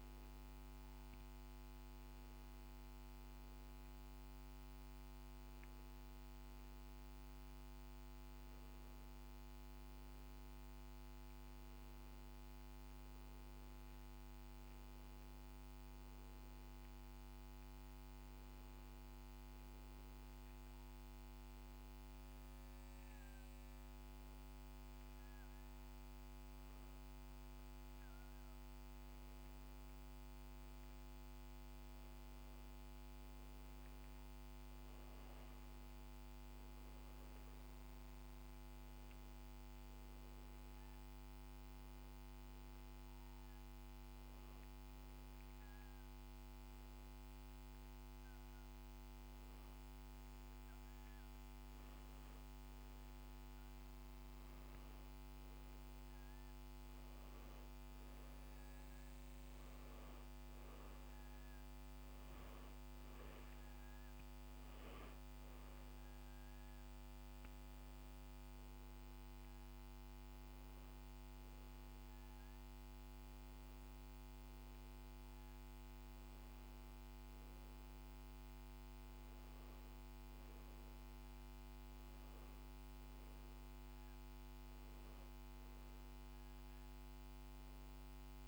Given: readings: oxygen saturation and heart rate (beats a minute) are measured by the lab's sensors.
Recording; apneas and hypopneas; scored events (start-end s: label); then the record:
breathing in sleep, hard to hear, by a microphone on the trachea; 2
18.00-31.00 s: hypopnea (oxygen 97% before, 93% lowest, heart rate 67 before, 62 extreme, up 3 after)
33.50-38.00 s: arousal
36.00-51.00 s: oxygen desaturation (device-marked, oxygen 96% before, 93% lowest, heart rate 63 before, 63 extreme)
42.50-54.00 s: hypopnea (oxygen 97% before, 93% lowest, heart rate 64 before, 63 extreme, up 3 after)
57.50-61.50 s: arousal
From the record:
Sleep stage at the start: N2 (light sleep); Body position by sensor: on the back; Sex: male